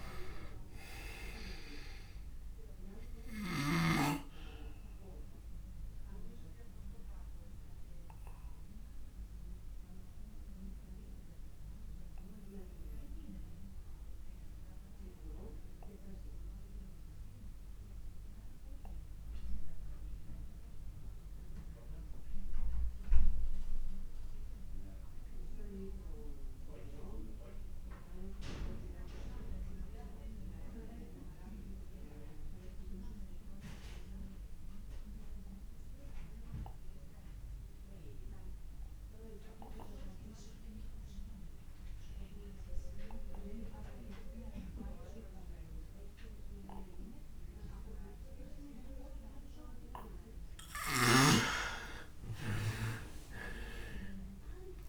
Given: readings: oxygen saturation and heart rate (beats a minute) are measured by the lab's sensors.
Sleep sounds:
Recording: breathing in sleep by a room microphone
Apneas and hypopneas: 1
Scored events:
0.00-25.00 s: oxygen desaturation (device-marked, oxygen 86% lowest)
2.50-49.50 s: obstructive apnea (oxygen 99% before, 83% lowest)
40.00-54.89 s: oxygen desaturation (device-marked, oxygen 99% before, 83% lowest)
From the record:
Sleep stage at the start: N2 (light sleep)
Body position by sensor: on the back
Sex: male

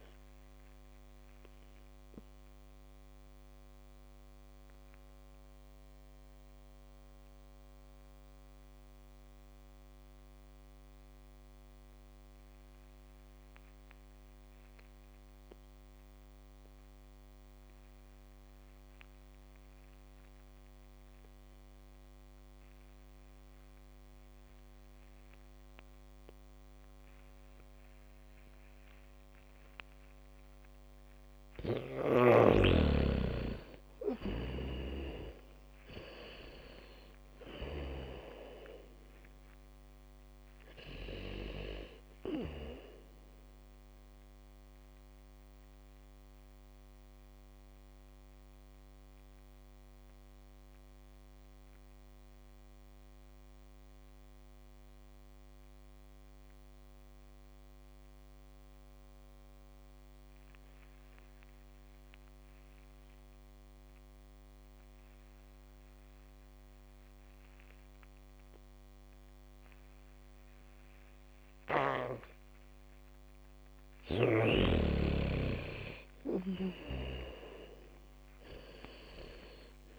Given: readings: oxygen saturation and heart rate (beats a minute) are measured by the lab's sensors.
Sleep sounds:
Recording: breathing in sleep by a microphone on the trachea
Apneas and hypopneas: 2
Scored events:
0.00-14.50 s: oxygen desaturation (device-marked, oxygen 74% lowest, heart rate 40 extreme)
1.50-31.00 s: mixed apnea (oxygen 100% before, 74% lowest, heart rate 62 before, 35 extreme, up 0 after)
24.50-56.50 s: oxygen desaturation (device-marked, oxygen 100% before, 74% lowest, heart rate 74 before, 35 extreme)
27.50-38.50 s: bradycardia (device-marked, heart rate 70 before, 40 extreme)
33.50-37.50 s: arousal
46.00-72.50 s: mixed apnea (oxygen 100% before, 74% lowest, heart rate 56 before, 49 extreme, up 0 after)
68.50-79.99 s: oxygen desaturation (device-marked, oxygen 100% before, 74% lowest, heart rate 74 before, 49 extreme)
70.50-77.50 s: bradycardia (device-marked, heart rate 70 before, 49 extreme)
77.00-79.99 s: arousal
From the record:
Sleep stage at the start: N2 (light sleep)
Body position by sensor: on the back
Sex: female

